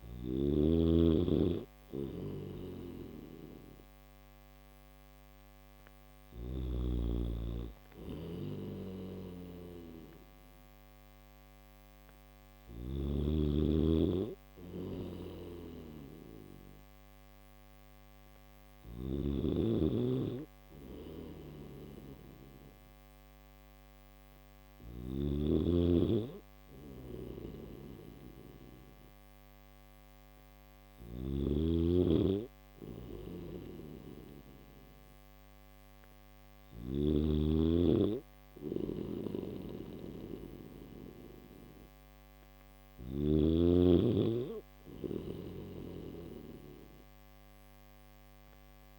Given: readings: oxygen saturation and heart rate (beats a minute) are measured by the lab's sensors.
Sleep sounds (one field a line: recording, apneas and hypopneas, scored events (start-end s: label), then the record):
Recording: breathing in sleep by a microphone on the trachea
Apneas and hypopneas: none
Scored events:
2.00-6.00 s: snoring (device-marked)
14.50-18.50 s: snoring (device-marked)
20.50-24.50 s: snoring (device-marked)
26.50-36.50 s: snoring (device-marked)
38.50-43.00 s: snoring (device-marked)
45.00-48.98 s: snoring (device-marked)
45.50-48.98 s: new sleep stage, N3 (deep sleep)
From the record:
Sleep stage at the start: N1 (lightest sleep)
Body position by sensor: on the back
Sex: male